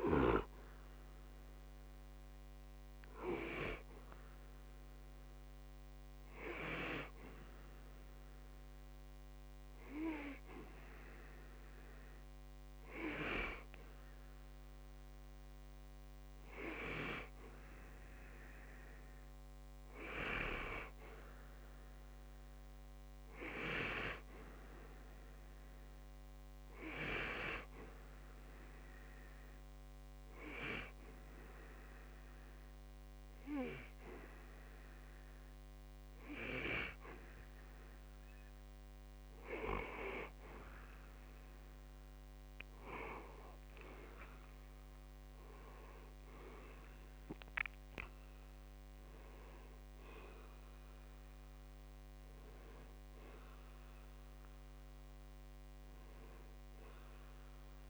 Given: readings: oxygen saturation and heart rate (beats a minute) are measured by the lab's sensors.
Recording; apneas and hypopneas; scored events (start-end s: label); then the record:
breathing in sleep by a microphone on the trachea; 1
30.00-40.00 s: obstructive apnea (oxygen 94% before, 91% lowest, heart rate 61 before, 60 extreme, up 6 after)
43.00-48.50 s: arousal
From the record:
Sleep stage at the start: N2 (light sleep); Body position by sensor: on the back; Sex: male